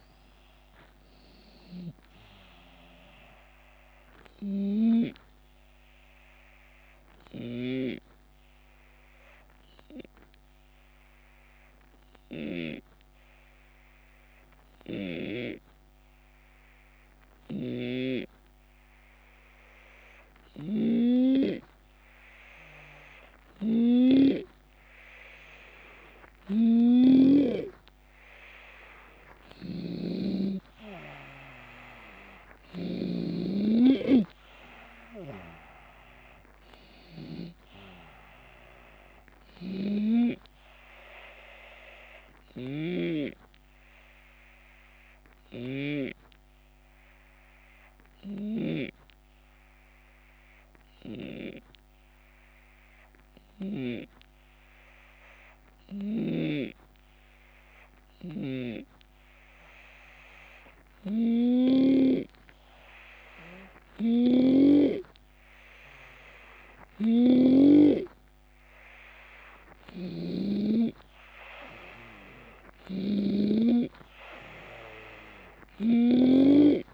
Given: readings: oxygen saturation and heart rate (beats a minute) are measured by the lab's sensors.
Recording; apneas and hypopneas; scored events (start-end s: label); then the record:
breathing in sleep by a microphone on the trachea; 2
0.00-6.50 s: drop in pulse transit time (device-marked, heart rate 78 extreme)
0.00-17.50 s: oxygen desaturation (device-marked, oxygen 91% lowest, heart rate 70 extreme)
1.00-7.50 s: snoring (device-marked)
5.00-21.00 s: obstructive apnea (oxygen 95% before, 91% lowest, heart rate 78 before, 70 extreme, up 4 after)
17.00-27.00 s: snoring (device-marked)
29.00-45.50 s: snoring (device-marked)
29.50-32.00 s: arousal
30.50-44.50 s: oxygen desaturation (device-marked, oxygen 95% before, 91% lowest, heart rate 72 before, 67 extreme)
32.50-45.50 s: drop in pulse transit time (device-marked, heart rate 73 before, 73 extreme)
41.00-59.50 s: obstructive apnea (oxygen 95% before, 90% lowest, heart rate 75 before, 67 extreme, up 10 after)
61.00-64.00 s: arousal
65.50-76.94 s: drop in pulse transit time (device-marked, heart rate 71 before, 77 extreme)
66.50-76.94 s: snoring (device-marked)
From the record:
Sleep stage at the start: N2 (light sleep); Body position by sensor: on the left side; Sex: male